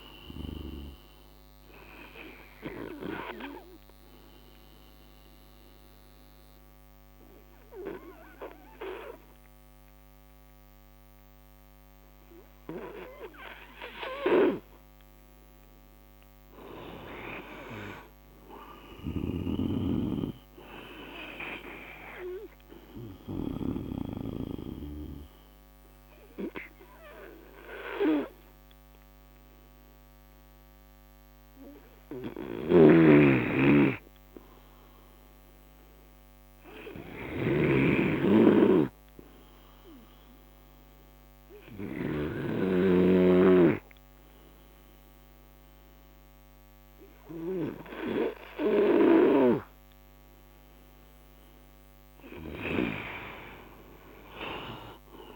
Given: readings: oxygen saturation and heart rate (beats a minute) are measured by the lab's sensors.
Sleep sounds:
breathing in sleep by a microphone on the trachea; 2
1.50-14.50 s: oxygen desaturation (device-marked, oxygen 96% before, 90% lowest, heart rate 68 before, 46 extreme)
2.50-15.00 s: obstructive apnea (oxygen 96% before, 89% lowest, heart rate 69 before, 46 extreme, up 23 after)
17.50-20.50 s: arousal
21.50-35.50 s: oxygen desaturation (device-marked, oxygen 97% before, 90% lowest, heart rate 54 before, 46 extreme)
26.00-50.50 s: obstructive apnea (oxygen 97% before, 87% lowest, heart rate 57 before, 46 extreme, up 14 after)
53.00-55.36 s: arousal
From the record:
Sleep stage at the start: N2 (light sleep); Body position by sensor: on the right side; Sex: male

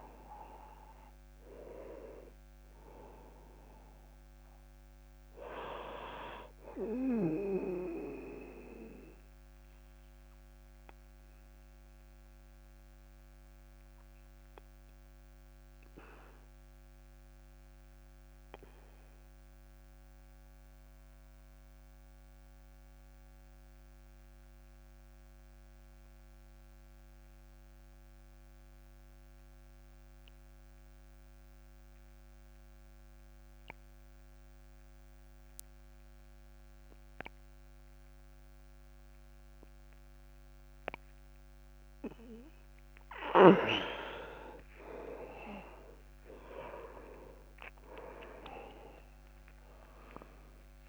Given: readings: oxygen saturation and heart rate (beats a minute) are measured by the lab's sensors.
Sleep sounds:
breathing in sleep by a microphone on the trachea; 1
0.00-18.50 s: oxygen desaturation (device-marked, oxygen 87% lowest, heart rate 27 extreme)
7.50-42.50 s: obstructive apnea (oxygen 98% before, 86% lowest, heart rate 49 before, 27 extreme, up 24 after)
38.50-50.89 s: oxygen desaturation (device-marked, oxygen 99% before, 86% lowest, heart rate 44 before, 27 extreme)
45.50-50.00 s: arousal
From the record:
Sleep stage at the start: N2 (light sleep); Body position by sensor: on the back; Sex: male

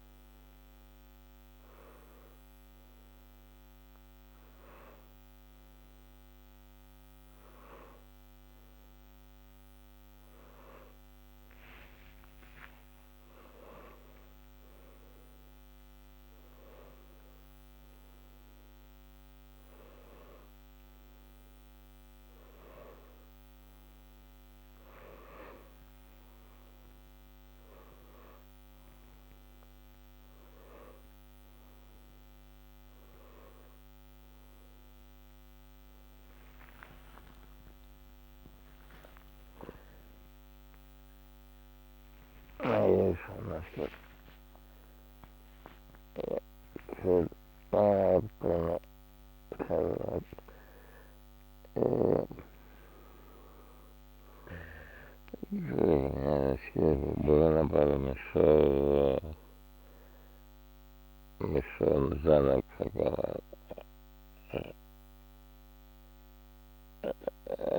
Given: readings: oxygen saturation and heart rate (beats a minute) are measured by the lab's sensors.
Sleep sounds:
a person awake in a sleep study, by a microphone on the trachea; none
58.00-62.00 s: snoring (device-marked)
From the record:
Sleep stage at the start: awake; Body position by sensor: on the back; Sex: male

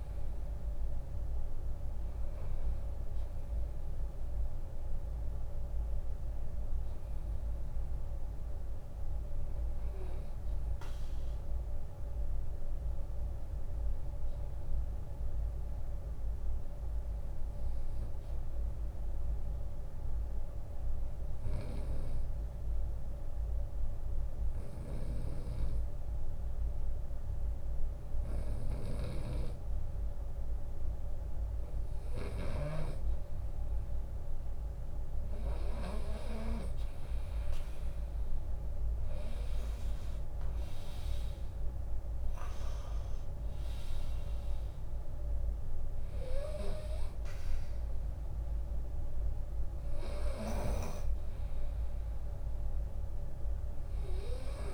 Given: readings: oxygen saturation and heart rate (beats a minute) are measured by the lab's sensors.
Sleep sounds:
breathing in sleep by a room microphone; 1
0.00-7.50 s: drop in pulse transit time (device-marked, heart rate 66 extreme)
7.50-11.50 s: arousal
16.50-29.00 s: hypopnea (oxygen 97% before, 92% lowest, heart rate 74 before, 74 extreme, up 9 after)
28.00-32.00 s: snoring (device-marked)
33.50-38.00 s: arousal
38.50-51.50 s: drop in pulse transit time (device-marked, heart rate 79 before, 76 extreme)
From the record:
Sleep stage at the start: REM sleep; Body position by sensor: on the right side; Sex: male

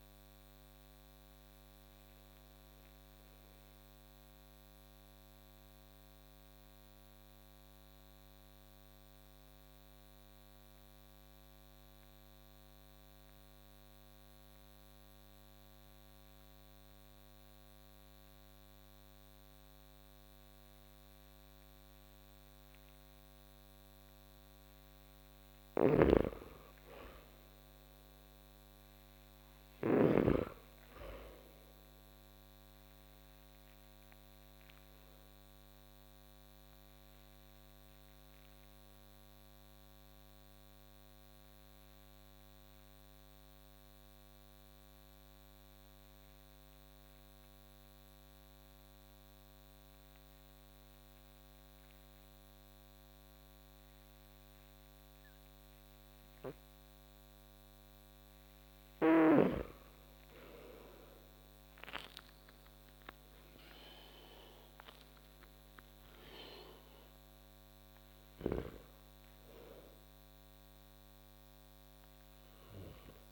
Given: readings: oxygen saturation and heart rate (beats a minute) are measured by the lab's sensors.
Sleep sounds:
breathing in sleep by a microphone on the trachea; 2
0.00-15.50 s: oxygen desaturation (device-marked, oxygen 83% lowest)
1.00-24.50 s: mixed apnea (oxygen 98% before, 83% lowest)
25.00-29.50 s: snoring (device-marked)
26.00-29.50 s: arousal
28.50-53.50 s: oxygen desaturation (device-marked, oxygen 98% before, 86% lowest)
33.50-59.50 s: obstructive apnea (oxygen 98% before, 84% lowest)
60.50-73.32 s: oxygen desaturation (device-marked, oxygen 96% before, 84% lowest)
61.50-64.50 s: arousal
From the record:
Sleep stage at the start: N2 (light sleep); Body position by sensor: on the back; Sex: male

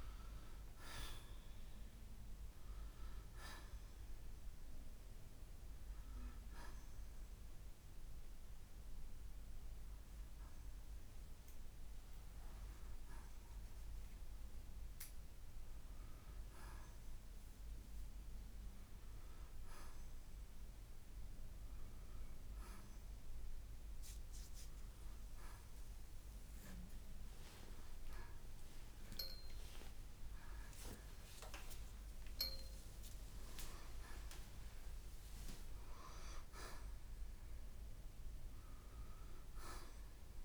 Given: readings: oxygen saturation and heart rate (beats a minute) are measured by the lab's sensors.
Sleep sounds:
a person awake in a sleep study, by a room microphone; none
8.00-24.00 s: oxygen desaturation (device-marked, oxygen 94% before, 85% lowest, heart rate 68 before, 53 extreme)
From the record:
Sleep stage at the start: awake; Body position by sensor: on the right side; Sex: male

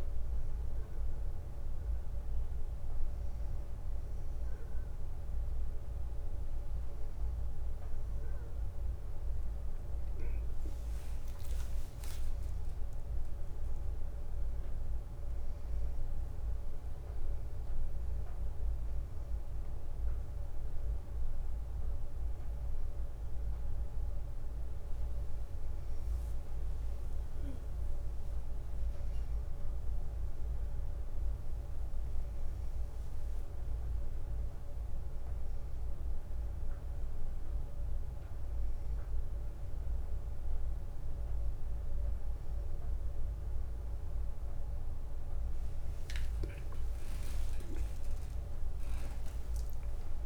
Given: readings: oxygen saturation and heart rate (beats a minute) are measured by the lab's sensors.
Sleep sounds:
a person awake in a sleep study, hard to hear, by a room microphone; none
8.00-16.00 s: oxygen desaturation (device-marked, oxygen 96% before, 91% lowest, heart rate 67 before, 66 extreme)
From the record:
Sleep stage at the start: awake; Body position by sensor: on the back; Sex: male

